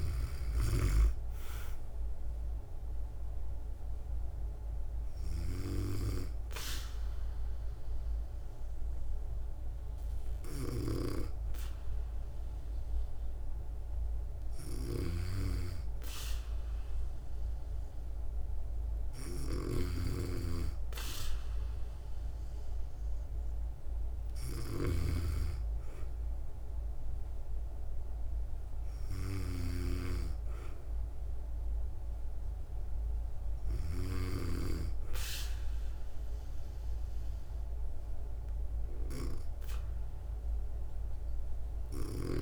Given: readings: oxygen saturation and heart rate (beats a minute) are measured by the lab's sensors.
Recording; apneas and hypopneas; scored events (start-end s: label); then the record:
breathing in sleep by a room microphone; none
10.00-34.00 s: snoring (device-marked)
From the record:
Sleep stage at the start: N2 (light sleep); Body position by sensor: on the back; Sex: female